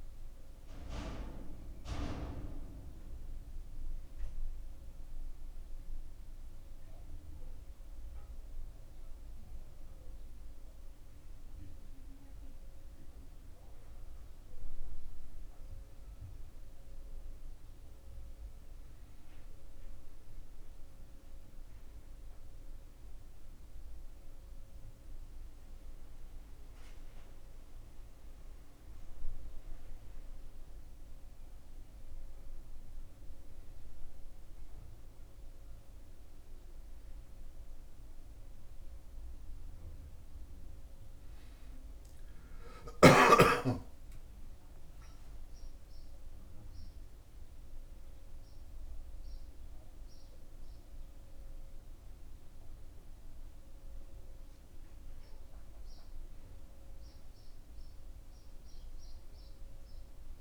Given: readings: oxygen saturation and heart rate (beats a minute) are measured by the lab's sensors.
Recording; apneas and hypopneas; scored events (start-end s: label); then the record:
breathing in sleep by a room microphone; none
42.50-47.00 s: arousal
From the record:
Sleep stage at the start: N1 (lightest sleep); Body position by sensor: on the back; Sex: male